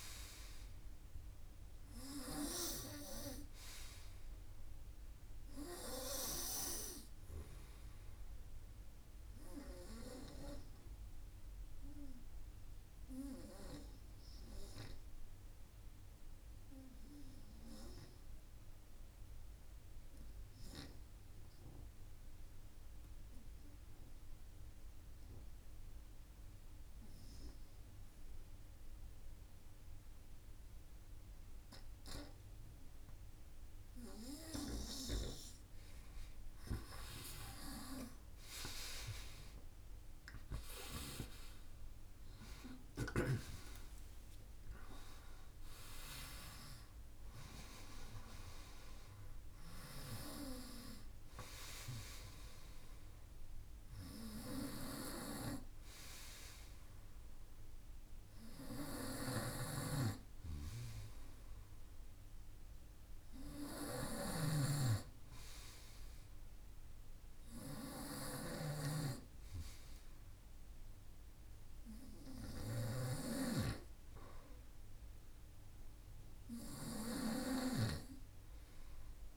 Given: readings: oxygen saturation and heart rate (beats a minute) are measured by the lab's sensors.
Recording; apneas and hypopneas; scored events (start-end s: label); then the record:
breathing in sleep by a room microphone; 1
9.00-34.00 s: obstructive apnea (oxygen 94% before, 90% lowest, heart rate 55 before, 50 extreme, up 9 after)
36.50-79.37 s: new sleep stage, N2 (light sleep)
37.00-42.50 s: arousal
41.50-72.50 s: oxygen desaturation (device-marked, oxygen 97% before, 90% lowest, heart rate 51 before, 53 extreme)
54.00-79.37 s: snoring (device-marked)
From the record:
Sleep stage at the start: REM sleep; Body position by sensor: on the front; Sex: male